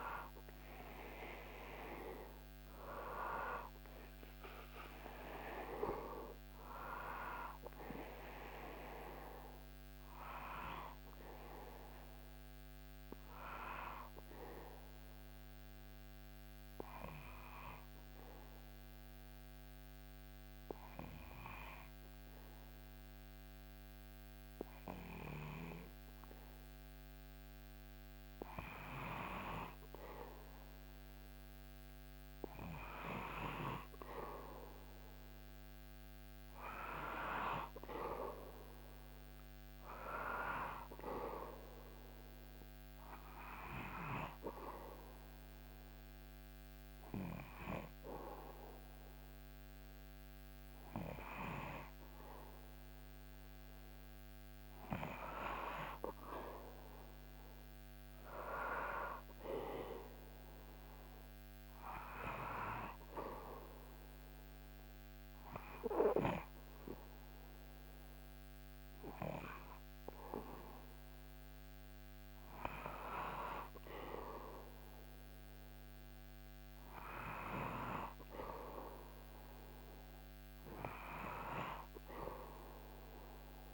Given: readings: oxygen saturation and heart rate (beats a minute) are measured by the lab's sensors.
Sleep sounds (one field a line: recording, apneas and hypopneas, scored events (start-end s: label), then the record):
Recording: breathing in sleep by a microphone on the trachea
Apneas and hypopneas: 3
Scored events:
15.00-27.50 s: obstructive apnea (oxygen 99% before, 95% lowest, heart rate 80 before, 74 extreme, up 5 after)
28.50-33.50 s: arousal
32.00-48.00 s: oxygen desaturation (device-marked, oxygen 98% before, 95% lowest, heart rate 79 before, 74 extreme)
43.00-53.00 s: obstructive apnea (oxygen 98% before, 95% lowest, heart rate 79 before, 75 extreme, up 8 after)
55.00-58.00 s: arousal
62.50-72.50 s: hypopnea (oxygen 98% before, 94% lowest, heart rate 77 before, 75 extreme, up 1 after)
75.50-79.50 s: arousal
From the record:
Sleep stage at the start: N2 (light sleep)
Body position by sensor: on the back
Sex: male